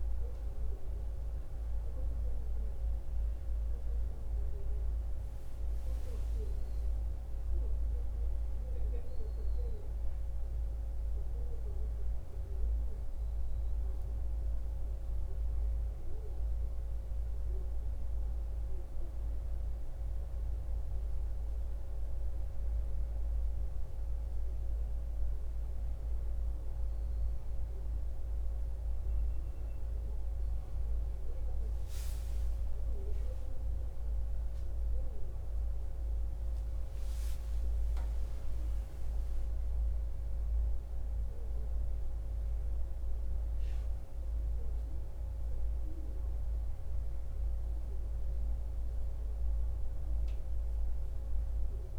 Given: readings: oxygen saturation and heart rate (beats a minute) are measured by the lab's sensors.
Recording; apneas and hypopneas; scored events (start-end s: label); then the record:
a person partly awake in a sleep study, hard to hear, by a room microphone; none
2.00-51.99 s: new sleep stage, N1 (lightest sleep)
26.00-49.00 s: oxygen desaturation (device-marked, oxygen 98% before, 94% lowest)
32.50-37.50 s: arousal
From the record:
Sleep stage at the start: awake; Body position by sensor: on the back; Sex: male